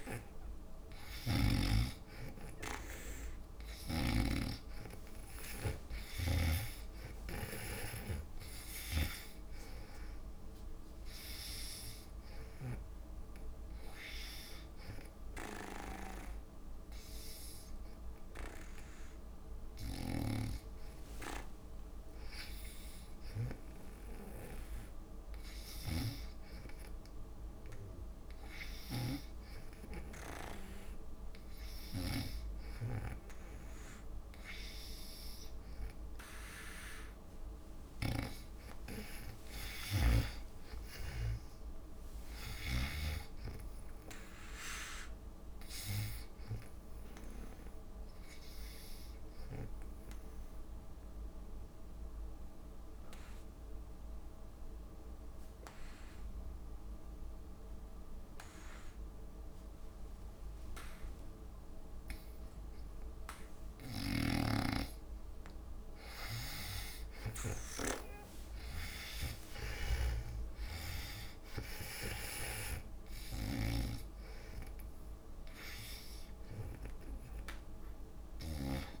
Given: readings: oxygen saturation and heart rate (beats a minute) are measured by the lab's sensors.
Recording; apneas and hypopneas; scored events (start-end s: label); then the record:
breathing in sleep by a room microphone; 2
0.00-2.00 s: snoring (device-marked)
3.00-20.00 s: oxygen desaturation (device-marked, oxygen 96% before, 88% lowest)
9.00-13.00 s: snoring (device-marked)
11.00-18.00 s: drop in pulse transit time (device-marked)
15.50-32.50 s: hypopnea (oxygen 96% before, 86% lowest)
16.00-24.00 s: tachycardia (device-marked)
16.50-18.50 s: long interval between heartbeats (device-marked)
18.50-20.50 s: long interval between heartbeats (device-marked)
20.00-43.50 s: snoring (device-marked)
23.00-29.00 s: drop in pulse transit time (device-marked, heart rate 37 before, 76 extreme)
24.00-26.00 s: long interval between heartbeats (device-marked, heart rate 43 before, 107 extreme)
33.50-38.00 s: arousal
50.50-63.00 s: obstructive apnea (oxygen 94% before, 86% lowest, heart rate 63 before, 61 extreme, up 18 after)
64.00-79.00 s: snoring (device-marked)
65.00-69.00 s: arousal
65.00-79.00 s: oxygen desaturation (device-marked, oxygen 96% before, 86% lowest, heart rate 67 before, 60 extreme)
69.00-71.00 s: long interval between heartbeats (device-marked, heart rate 66 before, 79 extreme)
From the record:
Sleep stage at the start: N2 (light sleep); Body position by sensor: on the back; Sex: female